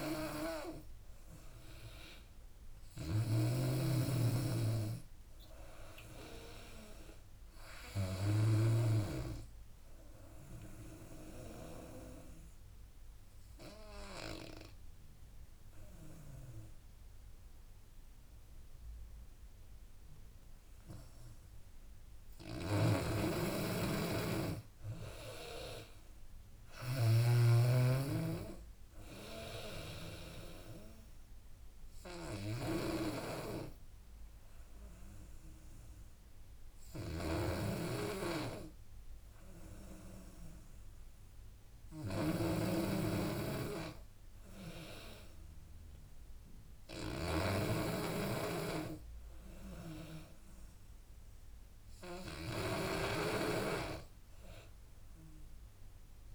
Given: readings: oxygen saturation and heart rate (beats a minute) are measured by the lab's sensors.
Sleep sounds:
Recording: breathing in sleep by a room microphone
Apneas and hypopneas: 2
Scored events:
0.00-9.00 s: snoring (device-marked)
0.00-14.00 s: drop in pulse transit time (device-marked, heart rate 81 before, 79 extreme)
0.00-14.00 s: oxygen desaturation (device-marked, oxygen 95% before, 91% lowest, heart rate 80 before, 72 extreme)
9.50-21.50 s: obstructive apnea (oxygen 95% before, 91% lowest, heart rate 83 before, 70 extreme, up 8 after)
22.50-56.35 s: snoring (device-marked)
24.00-26.50 s: arousal
27.00-37.00 s: drop in pulse transit time (device-marked, heart rate 79 before, 72 extreme)
29.00-40.50 s: obstructive apnea (oxygen 97% before, 91% lowest, heart rate 78 before, 70 extreme, up 9 after)
35.00-46.00 s: oxygen desaturation (device-marked, oxygen 97% before, 91% lowest, heart rate 78 before, 70 extreme)
47.50-50.50 s: arousal
54.00-56.35 s: drop in pulse transit time (device-marked, heart rate 75 before, 77 extreme)
From the record:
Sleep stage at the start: N2 (light sleep)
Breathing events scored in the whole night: 289 in 4.2 hours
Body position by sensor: on the back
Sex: female

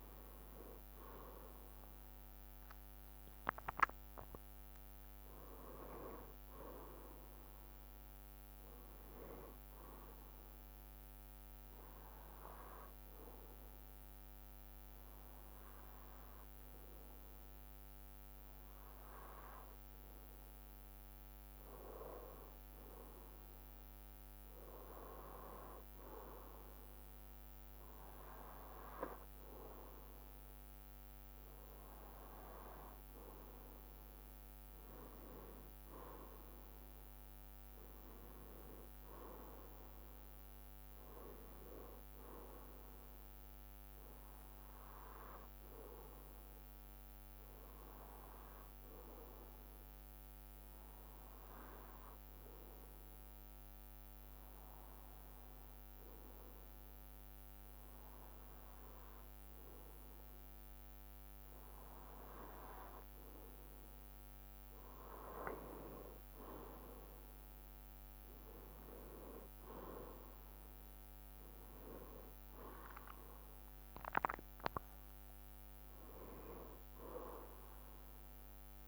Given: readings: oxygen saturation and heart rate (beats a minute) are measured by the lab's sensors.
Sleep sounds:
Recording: breathing in sleep by a microphone on the trachea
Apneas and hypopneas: 2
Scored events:
4.00-7.50 s: arousal
8.50-21.50 s: bradycardia (device-marked, heart rate 59 before, 55 extreme)
11.50-21.50 s: hypopnea (oxygen 95% before, 93% lowest, heart rate 60 before, 52 extreme, up 5 after)
22.50-34.50 s: bradycardia (device-marked, heart rate 59 before, 52 extreme)
23.00-26.00 s: arousal
38.50-42.00 s: arousal
39.50-69.50 s: bradycardia (device-marked, heart rate 60 before, 52 extreme)
46.50-62.00 s: hypopnea (oxygen 95% before, 93% lowest, heart rate 57 before, 53 extreme, up 5 after)
68.50-78.88 s: drop in pulse transit time (device-marked, heart rate 55 before, 58 extreme)
73.50-77.00 s: arousal
77.50-78.88 s: bradycardia (device-marked, heart rate 59 before, 52 extreme)
From the record:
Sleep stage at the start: N2 (light sleep)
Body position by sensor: on the left side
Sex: male

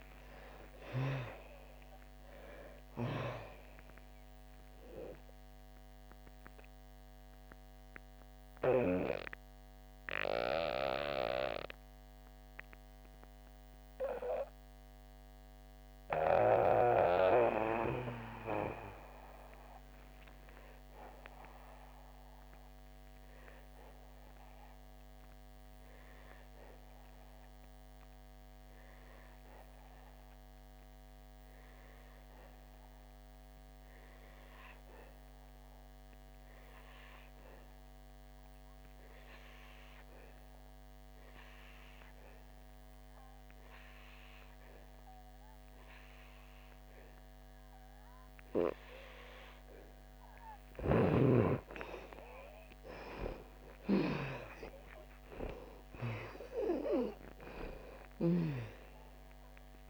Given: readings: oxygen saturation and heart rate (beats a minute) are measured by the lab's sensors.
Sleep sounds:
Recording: breathing in sleep by a microphone on the trachea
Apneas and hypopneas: 1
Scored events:
0.00-29.00 s: oxygen desaturation (device-marked, oxygen 78% lowest, heart rate 61 extreme)
8.50-49.50 s: mixed apnea (oxygen 98% before, 78% lowest, heart rate 79 before, 61 extreme, up 43 after)
41.00-59.89 s: oxygen desaturation (device-marked, oxygen 99% before, 82% lowest, heart rate 68 before, 60 extreme)
51.00-55.50 s: arousal
From the record:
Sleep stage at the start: N2 (light sleep)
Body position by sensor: on the back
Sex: female

